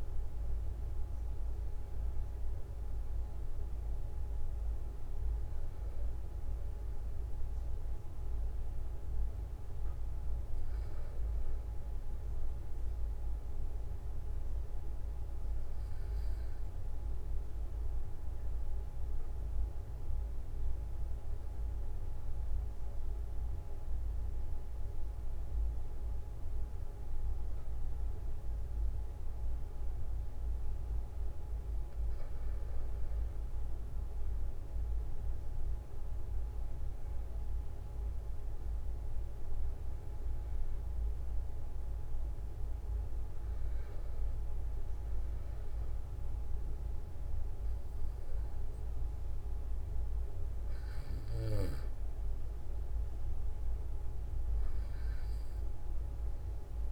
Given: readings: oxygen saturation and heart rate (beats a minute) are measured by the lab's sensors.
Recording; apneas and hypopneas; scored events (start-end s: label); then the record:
breathing in sleep, hard to hear, by a room microphone; 1
3.50-16.50 s: oxygen desaturation (device-marked, oxygen 95% before, 92% lowest, heart rate 46 before, 43 extreme)
15.50-31.00 s: obstructive apnea (oxygen 97% before, 92% lowest, heart rate 44 before, 43 extreme, up 3 after)
33.50-37.50 s: arousal
41.50-56.92 s: oxygen desaturation (device-marked, oxygen 96% before, 92% lowest, heart rate 45 before, 43 extreme)
From the record:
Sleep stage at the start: N2 (light sleep); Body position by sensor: on the back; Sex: male